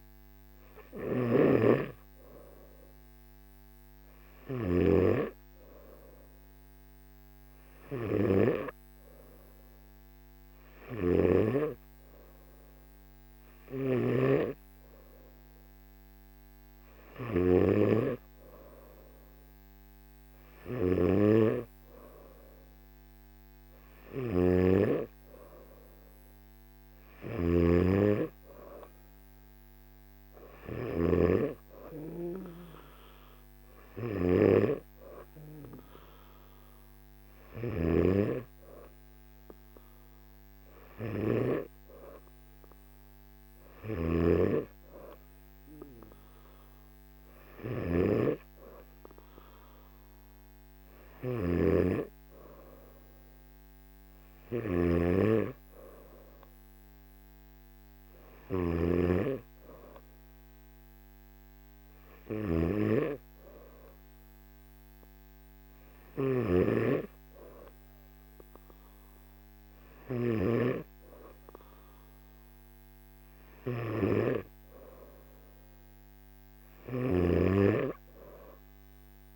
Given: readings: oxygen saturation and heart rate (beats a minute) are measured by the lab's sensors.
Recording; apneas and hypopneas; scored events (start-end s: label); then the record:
breathing in sleep by a microphone on the trachea; none
0.00-4.50 s: snoring (device-marked)
24.00-31.00 s: snoring (device-marked)
51.00-79.35 s: snoring (device-marked)
From the record:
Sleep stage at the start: N3 (deep sleep); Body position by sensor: on the back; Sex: male